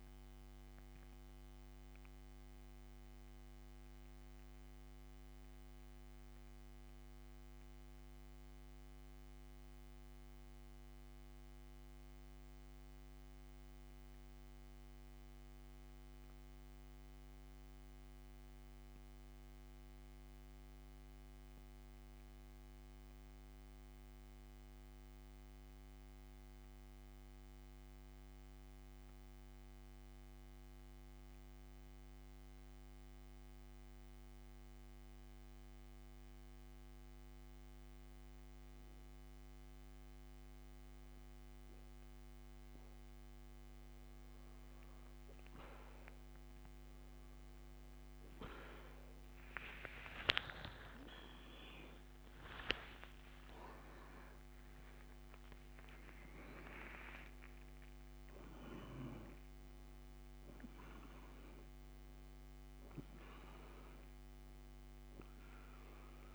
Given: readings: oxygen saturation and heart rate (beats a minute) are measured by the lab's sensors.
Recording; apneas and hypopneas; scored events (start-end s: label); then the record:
breathing in sleep by a microphone on the trachea; 1
1.00-38.00 s: central apnea (oxygen 96% before, 88% lowest, heart rate 70 before, 37 extreme, up 21 after)
16.50-35.50 s: oxygen desaturation (device-marked, oxygen 94% before, 89% lowest, heart rate 40 before, 37 extreme)
50.00-55.00 s: arousal
56.50-66.34 s: oxygen desaturation (device-marked, oxygen 98% before, 91% lowest)
From the record:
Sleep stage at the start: N2 (light sleep); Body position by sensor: on the back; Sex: male